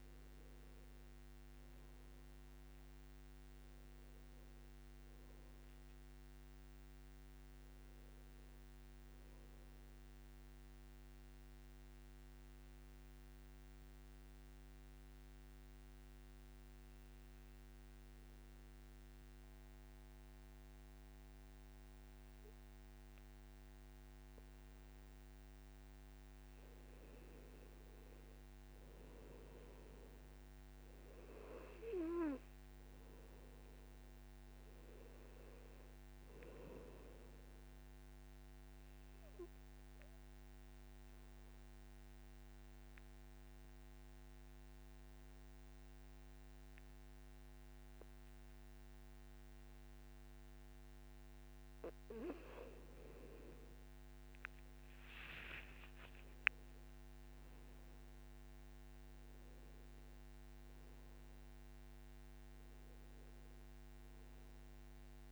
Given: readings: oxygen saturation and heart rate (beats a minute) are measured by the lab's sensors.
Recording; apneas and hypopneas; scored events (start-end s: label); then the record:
breathing in sleep by a microphone on the trachea; 2
0.00-1.50 s: arousal
3.00-18.00 s: oxygen desaturation (device-marked, oxygen 98% before, 94% lowest, heart rate 63 before, 53 extreme)
11.50-26.00 s: obstructive apnea (oxygen 98% before, 91% lowest, heart rate 65 before, 53 extreme, up 7 after)
27.50-31.00 s: arousal
33.00-48.00 s: oxygen desaturation (device-marked, oxygen 98% before, 93% lowest, heart rate 56 before, 53 extreme)
40.00-52.00 s: obstructive apnea (oxygen 99% before, 91% lowest, heart rate 58 before, 52 extreme, up 25 after)
53.50-57.00 s: arousal
56.00-58.00 s: long interval between heartbeats (device-marked, heart rate 57 before, 74 extreme)
61.00-65.32 s: oxygen desaturation (device-marked, oxygen 97% before, 91% lowest, heart rate 62 before, 52 extreme)
From the record:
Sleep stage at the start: N2 (light sleep); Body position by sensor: on the back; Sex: male